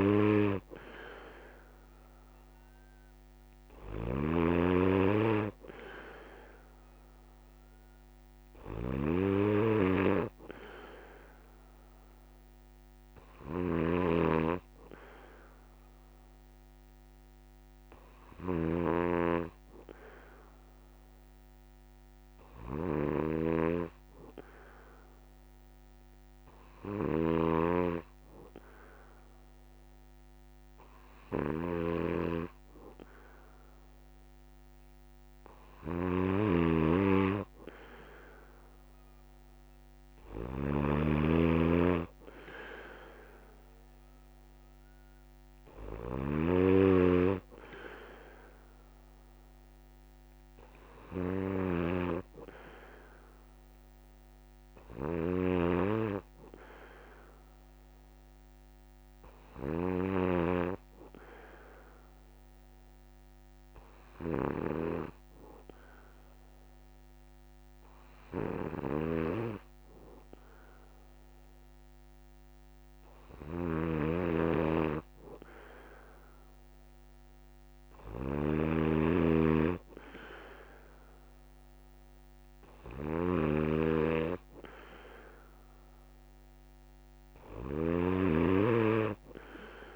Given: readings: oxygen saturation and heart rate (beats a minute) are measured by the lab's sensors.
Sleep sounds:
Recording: breathing in sleep by a microphone on the trachea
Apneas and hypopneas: none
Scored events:
0.00-89.96 s: snoring (device-marked)
82.50-89.96 s: oxygen desaturation (device-marked, oxygen 96% before, 93% lowest)
From the record:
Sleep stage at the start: N2 (light sleep)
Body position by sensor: on the back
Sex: male

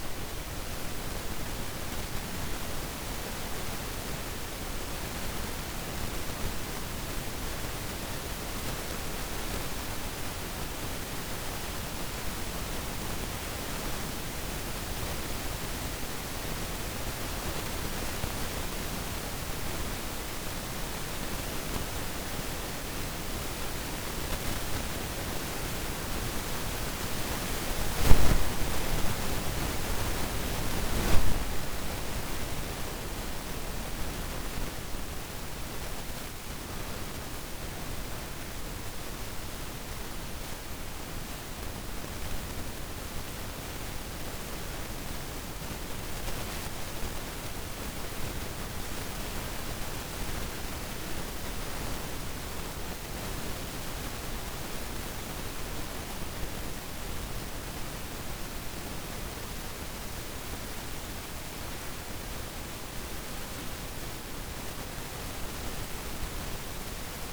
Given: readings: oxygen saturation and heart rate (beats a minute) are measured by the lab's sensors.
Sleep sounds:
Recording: breathing in sleep, hard to hear, by a room microphone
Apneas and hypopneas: 1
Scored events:
35.50-44.50 s: oxygen desaturation (device-marked, oxygen 94% before, 91% lowest, heart rate 57 before, 55 extreme)
38.00-42.50 s: arousal
44.00-57.50 s: hypopnea (oxygen 96% before, 90% lowest, heart rate 57 before, 54 extreme, up 3 after)
53.50-67.33 s: new sleep stage, REM sleep
59.00-63.50 s: arousal
59.50-67.33 s: oxygen desaturation (device-marked, oxygen 94% before, 90% lowest, heart rate 57 before, 53 extreme)
From the record:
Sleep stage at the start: N2 (light sleep)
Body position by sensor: on the back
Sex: female

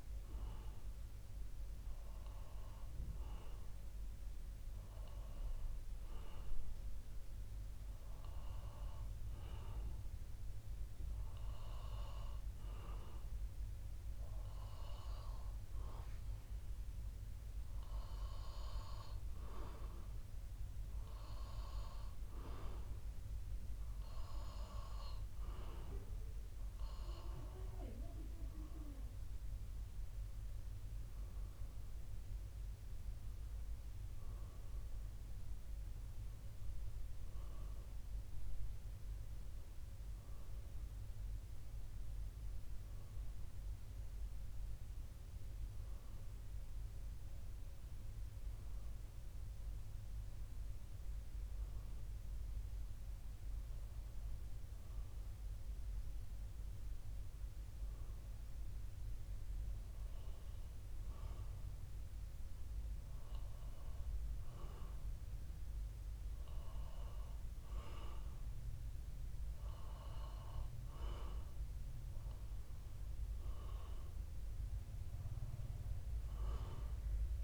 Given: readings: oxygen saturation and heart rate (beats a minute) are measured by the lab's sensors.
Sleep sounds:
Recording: breathing in sleep by a room microphone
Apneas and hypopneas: 1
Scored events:
29.00-33.00 s: arousal
50.00-62.00 s: hypopnea (oxygen 93% before, 91% lowest, heart rate 68 before, 65 extreme, up 1 after)
67.00-70.00 s: arousal
From the record:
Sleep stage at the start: N2 (light sleep)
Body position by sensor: on the back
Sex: male

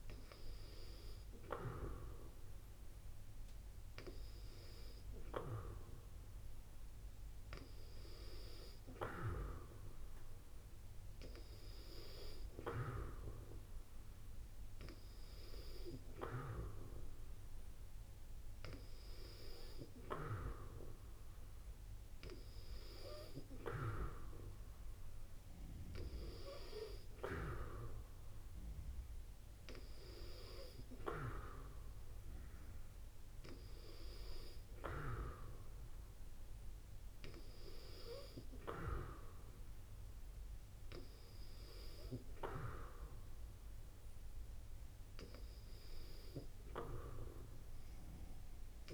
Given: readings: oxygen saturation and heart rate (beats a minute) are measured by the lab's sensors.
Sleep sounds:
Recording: breathing in sleep by a room microphone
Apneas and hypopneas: none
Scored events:
none scored
From the record:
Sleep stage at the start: N2 (light sleep)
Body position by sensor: on the back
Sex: female

